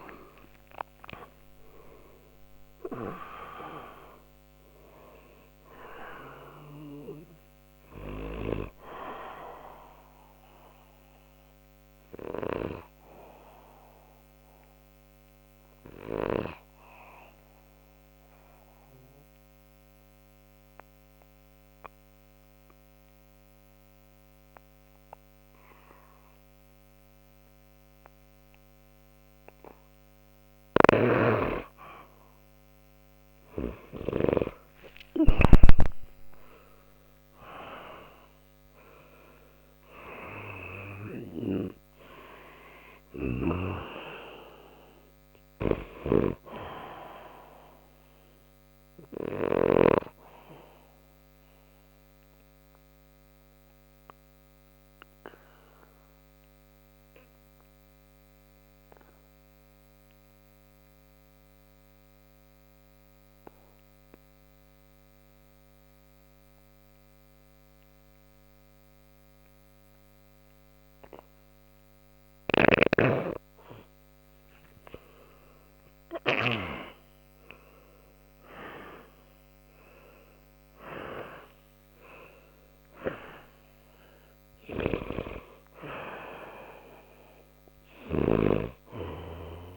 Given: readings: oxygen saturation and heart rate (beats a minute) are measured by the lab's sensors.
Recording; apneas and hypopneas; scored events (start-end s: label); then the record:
breathing in sleep by a microphone on the trachea; 2
0.00-2.00 s: arousal
10.50-30.00 s: mixed apnea (oxygen 96% before, 93% lowest, heart rate 78 before, 59 extreme, up 11 after)
30.00-34.00 s: snoring (device-marked)
33.50-37.50 s: arousal
45.50-49.50 s: snoring (device-marked)
50.00-71.00 s: mixed apnea (oxygen 98% before, 90% lowest, heart rate 65 before, 59 extreme, up 1 after)
60.00-71.00 s: oxygen desaturation (device-marked, oxygen 98% before, 93% lowest, heart rate 63 before, 59 extreme)
74.50-78.50 s: arousal
80.00-89.00 s: oxygen desaturation (device-marked, oxygen 97% before, 94% lowest, heart rate 60 before, 59 extreme)
From the record:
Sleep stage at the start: N2 (light sleep); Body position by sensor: on the back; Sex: male